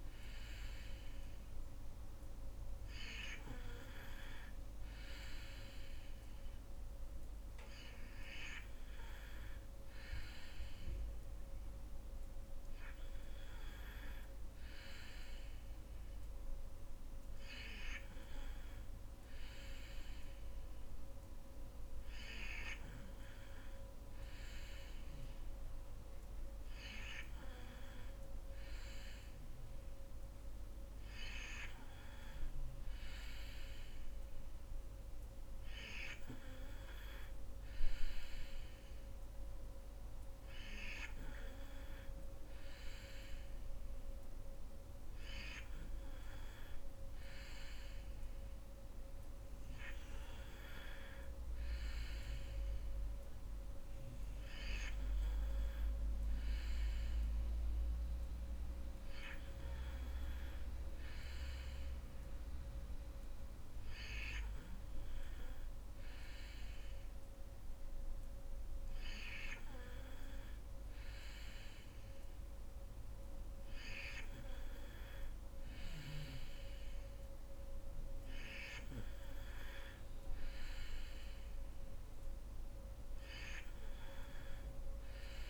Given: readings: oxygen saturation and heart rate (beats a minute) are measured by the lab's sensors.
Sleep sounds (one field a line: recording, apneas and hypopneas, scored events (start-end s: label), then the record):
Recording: breathing in sleep by a room microphone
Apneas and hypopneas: none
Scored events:
38.50-85.50 s: new sleep stage, N3 (deep sleep)
From the record:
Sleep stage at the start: N2 (light sleep)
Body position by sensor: on the back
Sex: female